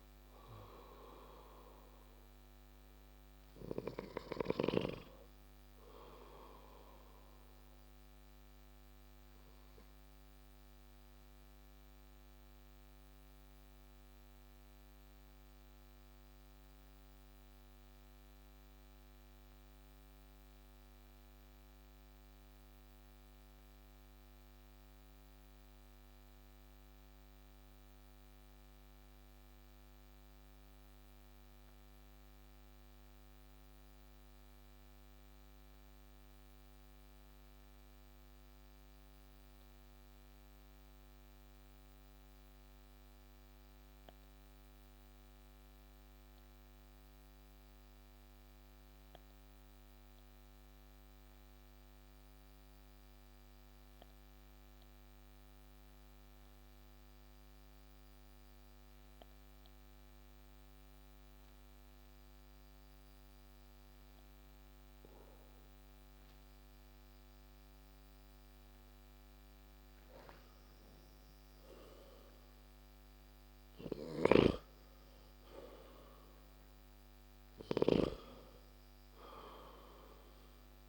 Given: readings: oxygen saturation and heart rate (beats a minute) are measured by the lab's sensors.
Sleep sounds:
breathing in sleep by a microphone on the trachea; 1
6.00-22.00 s: oxygen desaturation (device-marked, oxygen 93% before, 89% lowest)
8.50-68.50 s: obstructive apnea (oxygen 95% before, 89% lowest)
50.00-63.00 s: oxygen desaturation (device-marked, oxygen 97% before, 94% lowest)
68.00-80.88 s: oxygen desaturation (device-marked, oxygen 95% before, 91% lowest)
70.00-73.50 s: arousal
From the record:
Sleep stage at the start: N2 (light sleep); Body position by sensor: on the back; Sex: male

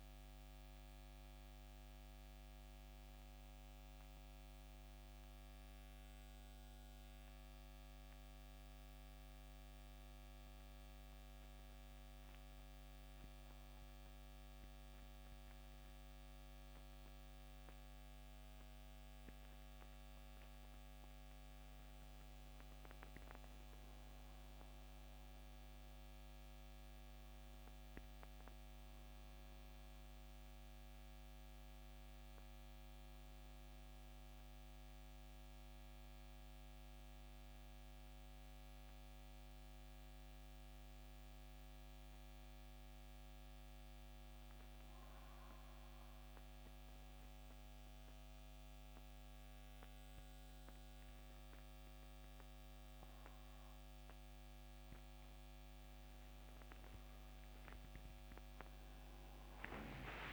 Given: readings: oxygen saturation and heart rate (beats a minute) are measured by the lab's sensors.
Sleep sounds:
breathing in sleep, hard to hear, by a microphone on the trachea; 2
10.00-21.00 s: central apnea (oxygen 99% before, 86% lowest, heart rate 74 before, 66 extreme, up 11 after)
23.00-27.50 s: arousal
30.00-47.00 s: oxygen desaturation (device-marked, oxygen 94% before, 91% lowest, heart rate 70 before, 69 extreme)
43.50-55.00 s: mixed apnea (oxygen 94% before, 86% lowest, heart rate 75 before, 69 extreme, up 11 after)
57.00-60.33 s: arousal
From the record:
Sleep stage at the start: N2 (light sleep); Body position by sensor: on the back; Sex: male

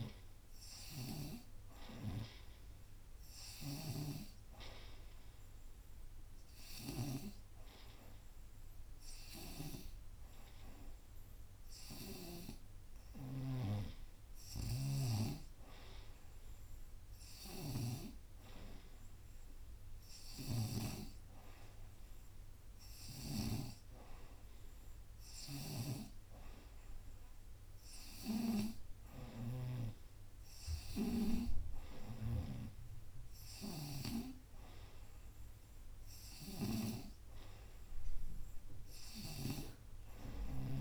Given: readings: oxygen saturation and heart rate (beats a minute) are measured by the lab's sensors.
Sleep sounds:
breathing in sleep by a room microphone; none
0.00-4.00 s: snoring (device-marked)
14.50-21.00 s: snoring (device-marked)
25.50-30.00 s: snoring (device-marked)
32.00-37.00 s: snoring (device-marked)
From the record:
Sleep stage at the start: N2 (light sleep); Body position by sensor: on the right side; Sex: female

